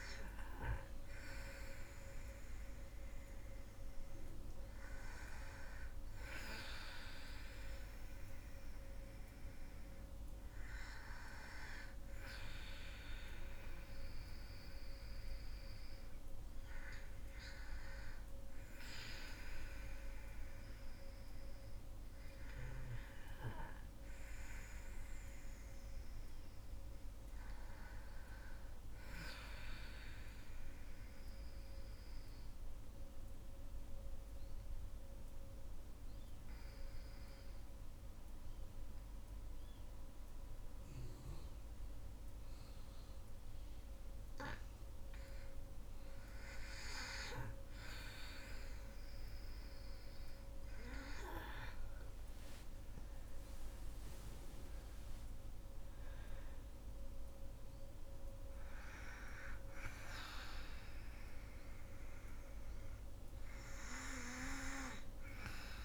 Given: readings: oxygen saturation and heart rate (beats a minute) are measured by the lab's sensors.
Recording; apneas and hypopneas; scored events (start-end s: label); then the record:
breathing in sleep by a room microphone; 1
0.00-12.50 s: oxygen desaturation (device-marked, oxygen 88% lowest, heart rate 59 extreme)
30.00-44.50 s: mixed apnea (oxygen 97% before, 87% lowest, heart rate 61 before, 53 extreme, up 1 after)
47.00-51.00 s: arousal
51.50-65.85 s: oxygen desaturation (device-marked, oxygen 96% before, 87% lowest, heart rate 59 before, 53 extreme)
From the record:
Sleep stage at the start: N2 (light sleep); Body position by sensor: on the back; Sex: female